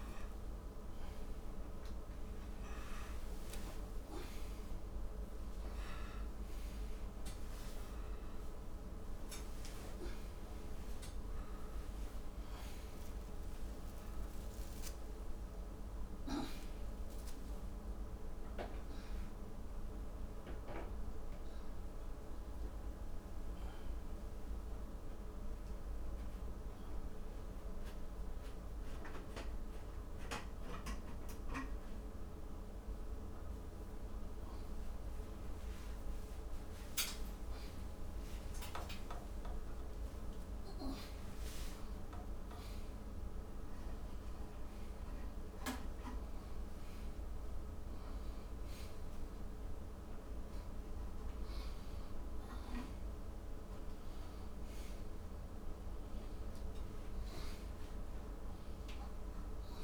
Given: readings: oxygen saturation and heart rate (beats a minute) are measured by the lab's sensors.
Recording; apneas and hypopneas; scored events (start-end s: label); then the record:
a person awake in a sleep study, hard to hear, by a room microphone; none
none scored
From the record:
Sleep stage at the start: awake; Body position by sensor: upright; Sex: male